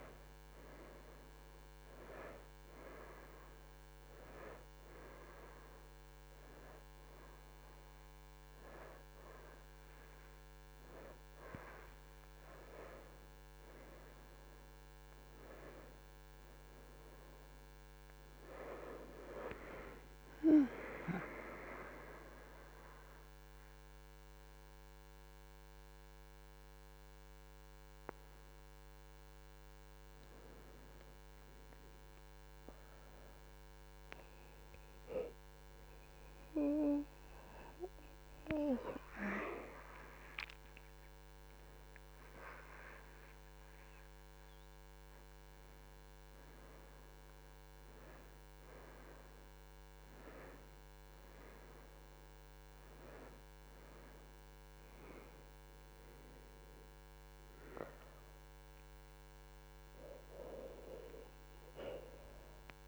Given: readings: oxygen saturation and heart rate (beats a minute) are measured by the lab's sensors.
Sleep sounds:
a person awake in a sleep study, by a microphone on the trachea; none
0.00-8.00 s: oxygen desaturation (device-marked, oxygen 93% before, 88% lowest, heart rate 81 before, 76 extreme)
27.00-33.00 s: oxygen desaturation (device-marked, oxygen 89% before, 85% lowest, heart rate 79 before, 75 extreme)
59.00-62.88 s: oxygen desaturation (device-marked, oxygen 93% before, 87% lowest, heart rate 78 before, 77 extreme)
60.00-62.88 s: new sleep stage, N1 (lightest sleep)
From the record:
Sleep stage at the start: awake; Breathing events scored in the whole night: 213 in 3.1 hours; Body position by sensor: on the right side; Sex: female

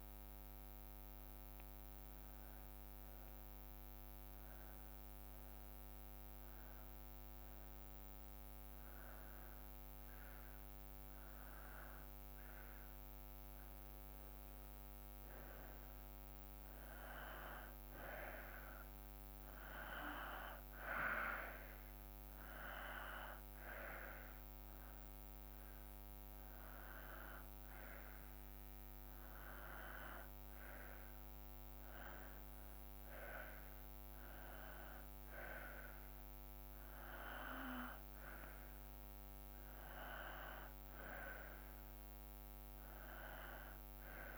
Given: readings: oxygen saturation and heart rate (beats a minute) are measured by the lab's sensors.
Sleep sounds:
breathing in sleep by a microphone on the trachea; 1
0.00-4.50 s: oxygen desaturation (device-marked, oxygen 92% lowest, heart rate 57 extreme)
0.50-13.00 s: hypopnea (oxygen 96% before, 91% lowest, heart rate 58 before, 57 extreme, up 3 after)
14.50-17.50 s: arousal
From the record:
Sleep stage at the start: N2 (light sleep); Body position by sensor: on the back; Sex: male

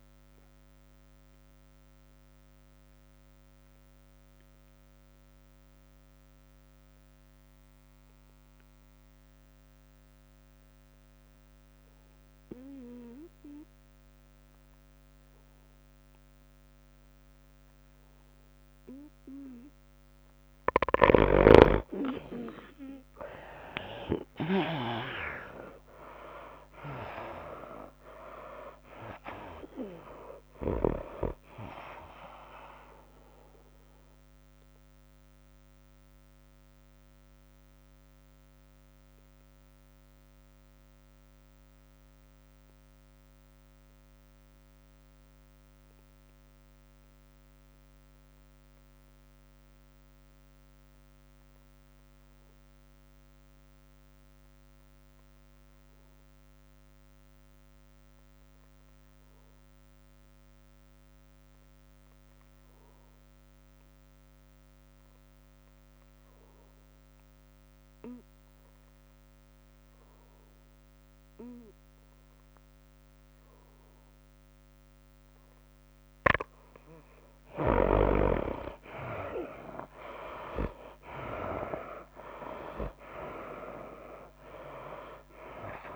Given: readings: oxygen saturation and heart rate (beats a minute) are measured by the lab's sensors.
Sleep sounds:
breathing in sleep by a microphone on the trachea; 2
0.00-2.50 s: drop in pulse transit time (device-marked, heart rate 99 extreme)
0.00-5.50 s: oxygen desaturation (device-marked, oxygen 82% lowest, heart rate 92 extreme)
0.50-21.00 s: obstructive apnea (oxygen 98% before, 77% lowest, heart rate 98 before, 92 extreme, up 7 after)
18.50-47.50 s: oxygen desaturation (device-marked, oxygen 97% before, 79% lowest, heart rate 98 before, 67 extreme)
21.50-25.50 s: snoring (device-marked)
23.50-27.00 s: arousal
27.50-36.50 s: tachycardia (device-marked, heart rate 98 before, 103 extreme)
27.50-41.50 s: drop in pulse transit time (device-marked, heart rate 95 before, 99 extreme)
34.00-77.00 s: obstructive apnea (oxygen 97% before, 70% lowest, heart rate 96 before, 67 extreme, up 37 after)
53.50-85.96 s: oxygen desaturation (device-marked, oxygen 99% before, 70% lowest, heart rate 98 before, 67 extreme)
80.50-85.00 s: arousal
80.50-85.96 s: drop in pulse transit time (device-marked, heart rate 78 before, 94 extreme)
80.50-85.96 s: tachycardia (device-marked, heart rate 97 before, 107 extreme)
From the record:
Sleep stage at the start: N2 (light sleep); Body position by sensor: on the right side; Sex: female

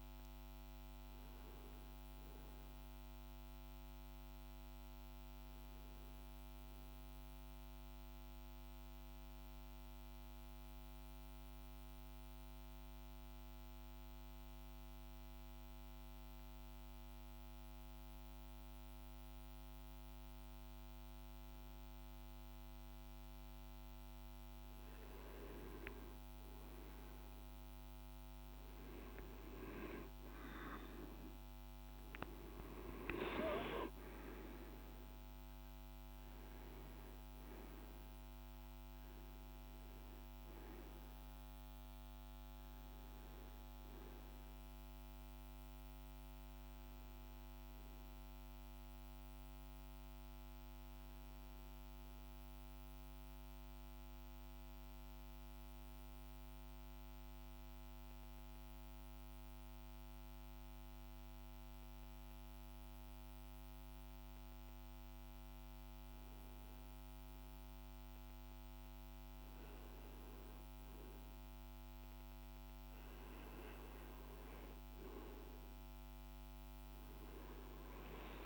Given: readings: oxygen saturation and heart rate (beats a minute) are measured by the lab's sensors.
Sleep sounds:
breathing in sleep, hard to hear, by a microphone on the trachea; 2
0.00-9.00 s: oxygen desaturation (device-marked, oxygen 94% lowest, heart rate 48 extreme)
6.50-23.00 s: mixed apnea (oxygen 97% before, 91% lowest, heart rate 79 before, 44 extreme, up 3 after)
26.00-54.00 s: oxygen desaturation (device-marked, oxygen 99% before, 91% lowest, heart rate 50 before, 44 extreme)
26.50-31.50 s: arousal
52.00-69.00 s: hypopnea (oxygen 98% before, 94% lowest, heart rate 50 before, 52 extreme, up 1 after)
72.50-77.00 s: arousal
73.00-78.46 s: oxygen desaturation (device-marked, oxygen 99% before, 94% lowest, heart rate 53 before, 51 extreme)
From the record:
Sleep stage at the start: REM sleep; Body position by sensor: on the back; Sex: male

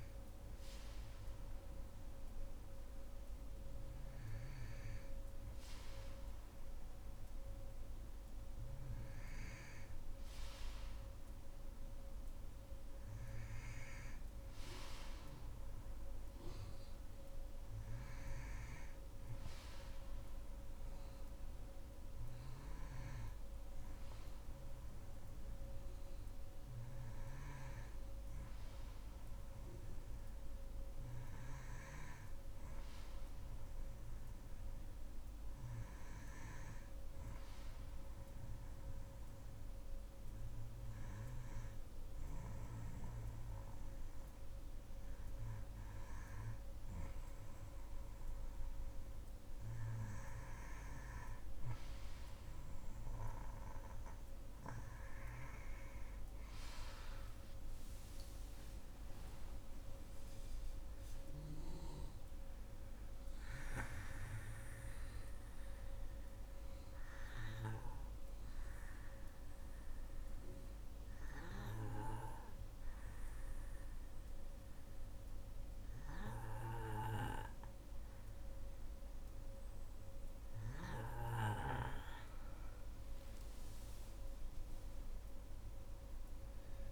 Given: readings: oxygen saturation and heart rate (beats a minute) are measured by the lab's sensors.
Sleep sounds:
breathing in sleep by a room microphone; 2
27.00-49.00 s: hypopnea (oxygen 94% before, 89% lowest, heart rate 69 before, 59 extreme, up 4 after)
48.50-61.50 s: oxygen desaturation (device-marked, oxygen 93% before, 89% lowest, heart rate 65 before, 59 extreme)
51.00-56.00 s: arousal
64.00-80.50 s: obstructive apnea (oxygen 94% before, 89% lowest, heart rate 67 before, 59 extreme, up 12 after)
82.00-86.00 s: arousal
From the record:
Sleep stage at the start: N2 (light sleep); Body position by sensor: on the back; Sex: female

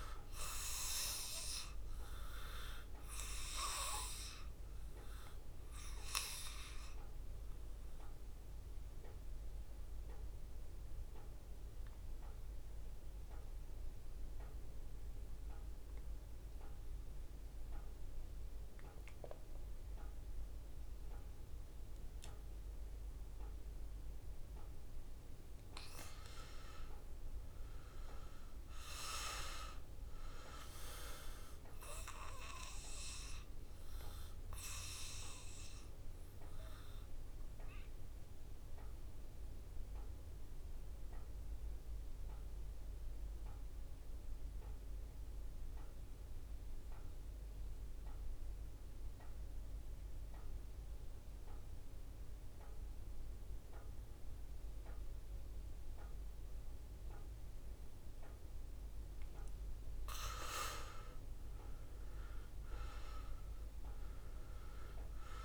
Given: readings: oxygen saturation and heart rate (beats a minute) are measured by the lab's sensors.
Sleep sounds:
breathing in sleep by a room microphone; 2
0.00-18.50 s: oxygen desaturation (device-marked, oxygen 85% lowest, heart rate 63 extreme)
1.00-23.50 s: obstructive apnea (oxygen 97% before, 82% lowest, heart rate 68 before, 63 extreme, up 5 after)
25.00-28.50 s: arousal
27.50-49.50 s: oxygen desaturation (device-marked, oxygen 98% before, 88% lowest, heart rate 66 before, 63 extreme)
33.00-58.00 s: obstructive apnea (oxygen 98% before, 82% lowest, heart rate 66 before, 62 extreme, up 10 after)
58.50-65.45 s: oxygen desaturation (device-marked, oxygen 97% before, 82% lowest, heart rate 64 before, 61 extreme)
60.00-64.50 s: arousal
From the record:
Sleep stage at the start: N2 (light sleep); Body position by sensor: on the back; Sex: male

